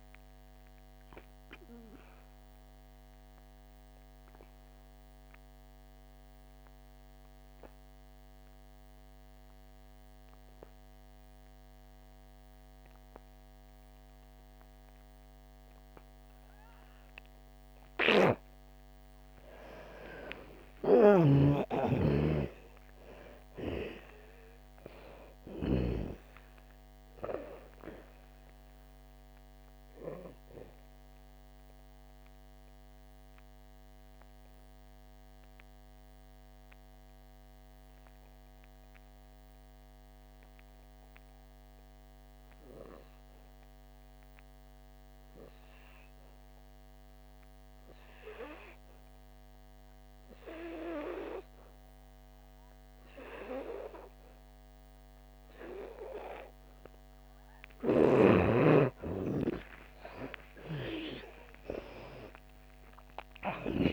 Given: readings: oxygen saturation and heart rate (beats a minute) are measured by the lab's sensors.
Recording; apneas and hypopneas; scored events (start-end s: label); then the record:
breathing in sleep by a microphone on the trachea; 2
0.00-21.00 s: oxygen desaturation (device-marked, oxygen 87% lowest, heart rate 54 extreme)
0.50-18.50 s: obstructive apnea (oxygen 98% before, 86% lowest, heart rate 71 before, 54 extreme, up 12 after)
20.00-23.50 s: arousal
21.00-26.50 s: snoring (device-marked)
23.00-51.00 s: oxygen desaturation (device-marked, oxygen 98% before, 86% lowest, heart rate 61 before, 54 extreme)
29.50-56.50 s: obstructive apnea (oxygen 98% before, 85% lowest, heart rate 64 before, 54 extreme, up 20 after)
60.00-63.93 s: arousal
From the record:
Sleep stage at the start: N2 (light sleep); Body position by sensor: on the back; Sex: female